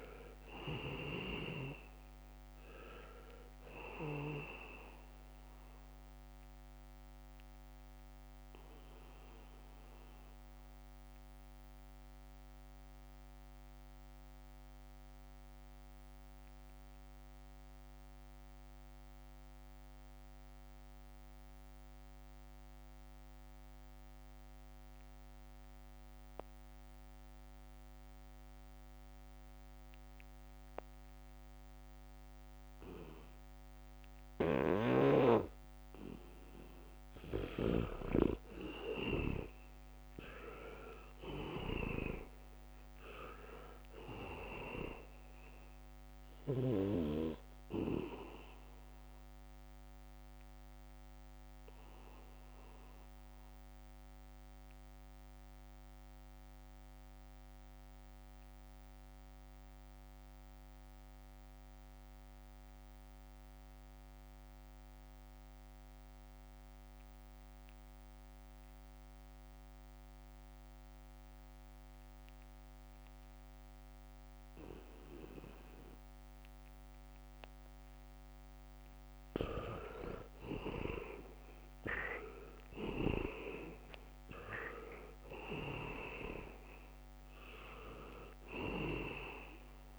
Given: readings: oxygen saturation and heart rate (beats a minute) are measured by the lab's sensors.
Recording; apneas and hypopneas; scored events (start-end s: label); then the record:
breathing in sleep by a microphone on the trachea; 2
0.00-20.50 s: oxygen desaturation (device-marked, oxygen 78% lowest, heart rate 62 extreme)
9.00-36.50 s: mixed apnea (oxygen 99% before, 78% lowest, heart rate 68 before, 62 extreme, up 3 after)
29.50-64.50 s: oxygen desaturation (device-marked, oxygen 99% before, 79% lowest, heart rate 75 before, 62 extreme)
34.00-36.50 s: leg movement (device-marked)
34.50-38.00 s: snoring (device-marked)
37.50-39.50 s: leg movement (device-marked)
39.50-44.00 s: arousal
40.00-48.50 s: leg movement (device-marked)
49.50-78.00 s: obstructive apnea (oxygen 99% before, 77% lowest, heart rate 66 before, 64 extreme, up 2 after)
66.50-89.99 s: oxygen desaturation (device-marked, oxygen 99% before, 77% lowest, heart rate 71 before, 64 extreme)
80.50-84.50 s: arousal
From the record:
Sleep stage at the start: N2 (light sleep); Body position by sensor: on the back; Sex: male